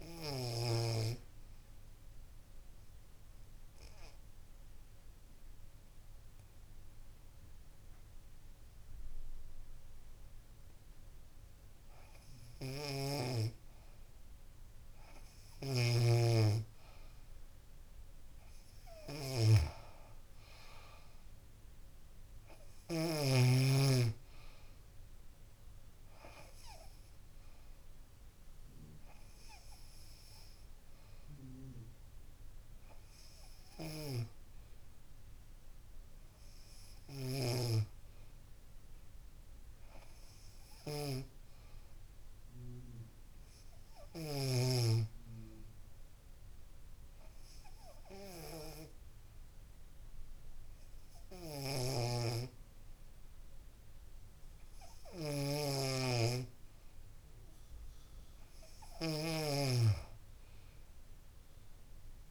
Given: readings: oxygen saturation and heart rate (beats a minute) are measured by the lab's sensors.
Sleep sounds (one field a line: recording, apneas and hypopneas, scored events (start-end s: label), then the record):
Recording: breathing in sleep by a room microphone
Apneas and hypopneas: 2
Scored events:
2.00-12.50 s: obstructive apnea (oxygen 96% before, 93% lowest, heart rate 74 before, 63 extreme, up 6 after)
25.00-29.50 s: arousal
25.50-27.50 s: long interval between heartbeats (device-marked, heart rate 67 before, 82 extreme)
45.50-57.00 s: hypopnea (oxygen 95% before, 94% lowest, heart rate 73 before, 67 extreme, up 3 after)
60.00-62.31 s: arousal
From the record:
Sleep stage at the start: N2 (light sleep)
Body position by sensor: on the back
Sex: female